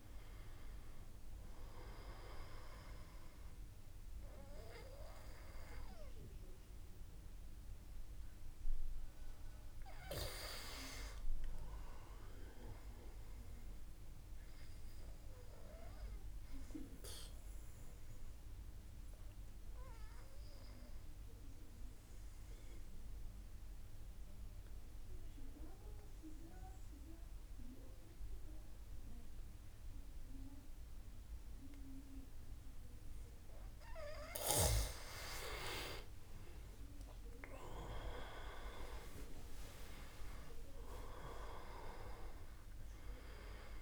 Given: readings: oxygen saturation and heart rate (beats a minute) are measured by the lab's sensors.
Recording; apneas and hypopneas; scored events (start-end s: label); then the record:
breathing in sleep by a room microphone; 1
15.50-33.00 s: obstructive apnea (oxygen 96% before, 91% lowest)
34.50-38.50 s: arousal
42.00-43.82 s: oxygen desaturation (device-marked, oxygen 96% before, 93% lowest)
From the record:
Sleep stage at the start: N2 (light sleep); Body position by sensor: on the back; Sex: male